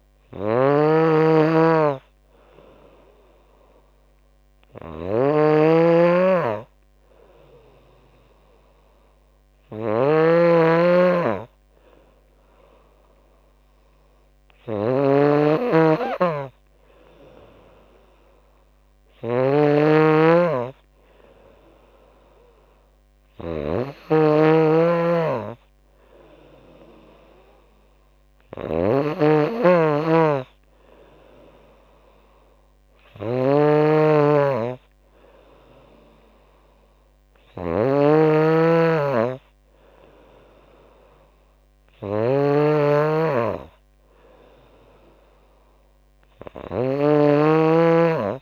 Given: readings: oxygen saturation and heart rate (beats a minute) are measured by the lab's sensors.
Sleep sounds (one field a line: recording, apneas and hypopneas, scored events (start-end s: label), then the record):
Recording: breathing in sleep by a microphone on the trachea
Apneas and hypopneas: none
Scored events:
0.00-48.42 s: snoring (device-marked)
From the record:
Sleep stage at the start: N2 (light sleep)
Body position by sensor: on the left side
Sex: female